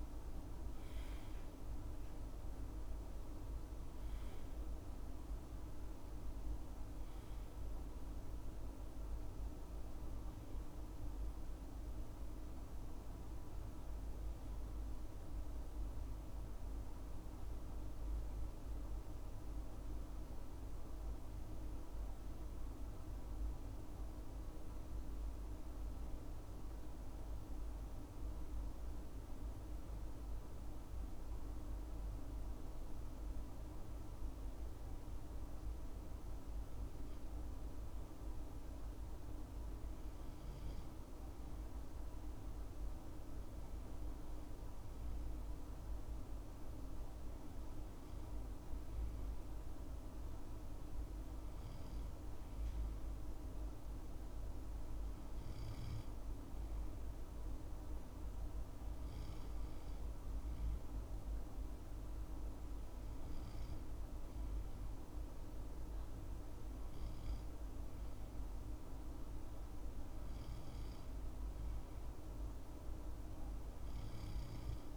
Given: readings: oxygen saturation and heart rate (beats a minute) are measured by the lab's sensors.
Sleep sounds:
breathing in sleep, hard to hear, by a room microphone; none
none scored
From the record:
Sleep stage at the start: N2 (light sleep); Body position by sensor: on the left side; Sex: male

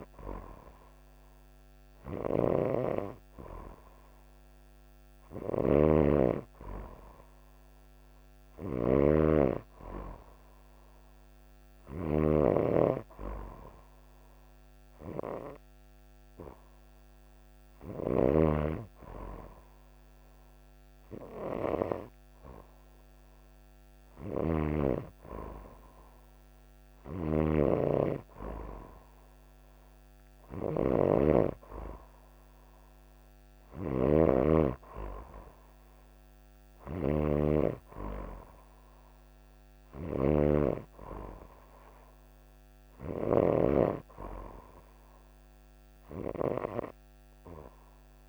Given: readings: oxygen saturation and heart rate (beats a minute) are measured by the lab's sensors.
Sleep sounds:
breathing in sleep by a microphone on the trachea; none
0.00-18.00 s: snoring (device-marked)
26.50-43.00 s: snoring (device-marked)
From the record:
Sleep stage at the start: N2 (light sleep); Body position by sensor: on the right side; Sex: female

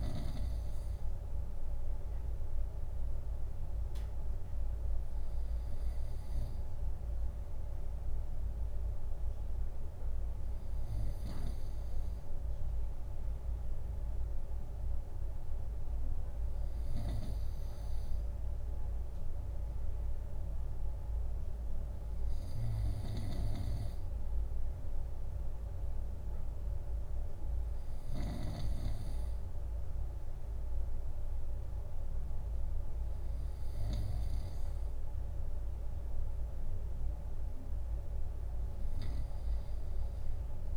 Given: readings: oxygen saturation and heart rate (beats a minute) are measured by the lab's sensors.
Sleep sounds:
breathing in sleep by a room microphone; none
17.00-34.50 s: snoring (device-marked)
From the record:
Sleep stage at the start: N2 (light sleep); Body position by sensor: on the right side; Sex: male

